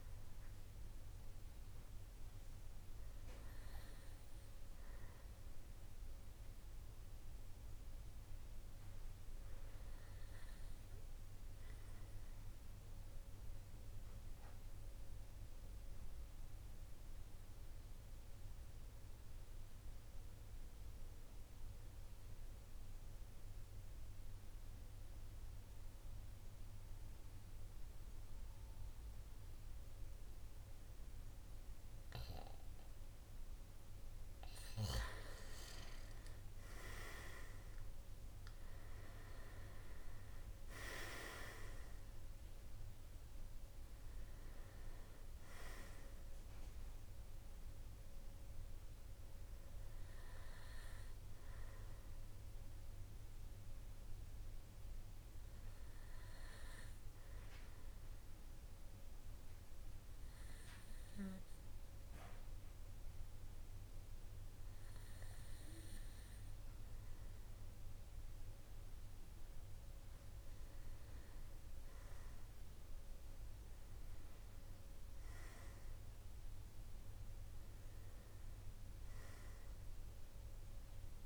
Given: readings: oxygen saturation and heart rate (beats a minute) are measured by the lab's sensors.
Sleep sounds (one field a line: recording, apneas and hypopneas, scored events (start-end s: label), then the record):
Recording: breathing in sleep by a room microphone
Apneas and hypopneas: 2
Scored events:
12.00-34.00 s: obstructive apnea (oxygen 98% before, 92% lowest, heart rate 54 before, 51 extreme, up 13 after)
29.00-61.00 s: oxygen desaturation (device-marked, oxygen 97% before, 92% lowest, heart rate 55 before, 51 extreme)
34.00-38.00 s: arousal
58.00-69.50 s: obstructive apnea (oxygen 96% before, 93% lowest, heart rate 58 before, 49 extreme, up 8 after)
71.50-76.00 s: arousal
From the record:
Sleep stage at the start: N2 (light sleep)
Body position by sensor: on the right side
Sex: male